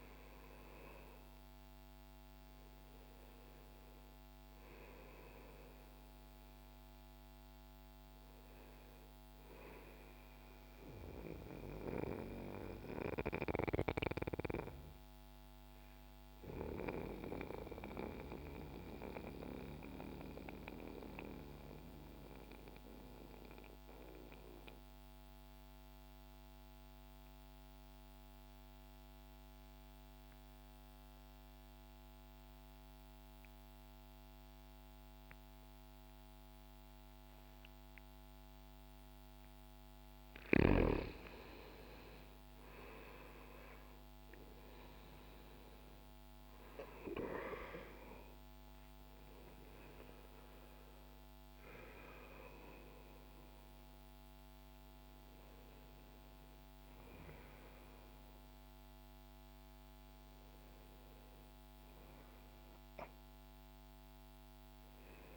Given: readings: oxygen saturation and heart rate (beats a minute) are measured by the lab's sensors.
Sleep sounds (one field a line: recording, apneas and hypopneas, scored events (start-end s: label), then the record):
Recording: breathing in sleep by a microphone on the trachea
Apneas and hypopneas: 1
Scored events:
0.00-26.00 s: oxygen desaturation (device-marked, oxygen 87% lowest, heart rate 59 extreme)
9.50-38.00 s: obstructive apnea (oxygen 97% before, 85% lowest, heart rate 60 before, 60 extreme, up 3 after)
39.00-65.37 s: oxygen desaturation (device-marked, oxygen 97% before, 85% lowest, heart rate 60 before, 60 extreme)
43.50-48.50 s: arousal
From the record:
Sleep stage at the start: N2 (light sleep)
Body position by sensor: on the back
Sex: male